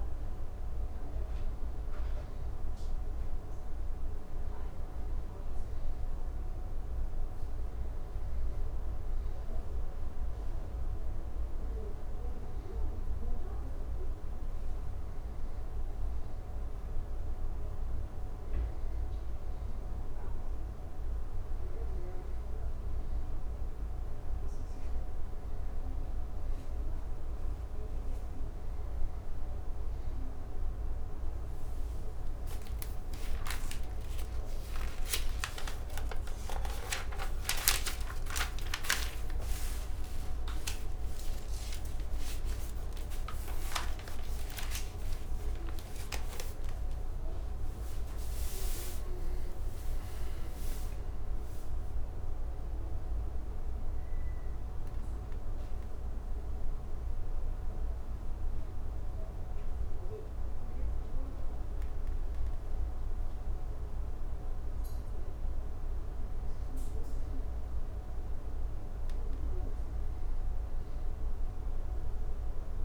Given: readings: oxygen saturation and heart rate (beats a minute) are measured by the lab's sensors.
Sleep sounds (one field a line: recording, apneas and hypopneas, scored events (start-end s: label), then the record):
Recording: breathing in sleep by a room microphone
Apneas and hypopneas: none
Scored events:
31.50-37.50 s: arousal
From the record:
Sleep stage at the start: N2 (light sleep)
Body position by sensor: on the back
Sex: male